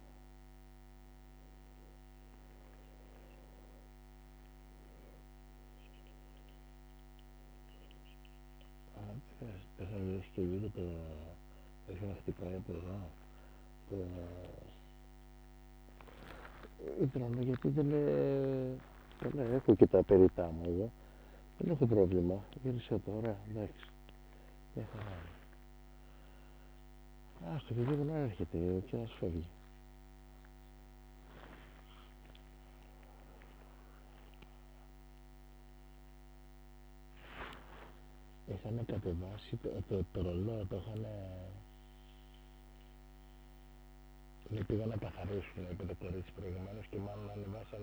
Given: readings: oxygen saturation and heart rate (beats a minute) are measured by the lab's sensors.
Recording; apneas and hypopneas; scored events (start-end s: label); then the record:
a person awake in a sleep study, by a microphone on the trachea; none
16.50-27.50 s: snoring (device-marked)
45.00-47.83 s: snoring (device-marked)
From the record:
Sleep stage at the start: awake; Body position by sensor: on the back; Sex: male